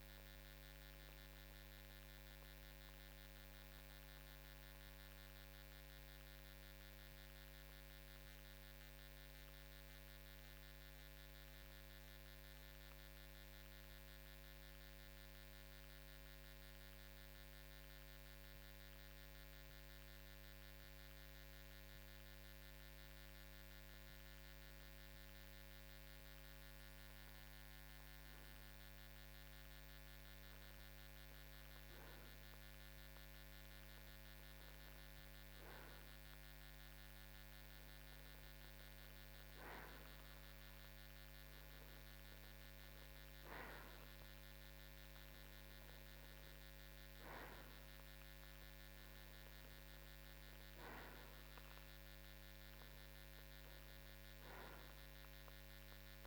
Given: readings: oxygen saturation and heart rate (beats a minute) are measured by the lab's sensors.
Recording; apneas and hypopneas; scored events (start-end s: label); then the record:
breathing in sleep, hard to hear, by a microphone on the trachea; 1
0.50-27.00 s: obstructive apnea (oxygen 94% before, 92% lowest, heart rate 55 before, 52 extreme, up 3 after)
31.50-36.50 s: arousal
From the record:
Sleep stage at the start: N2 (light sleep); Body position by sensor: on the right side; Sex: male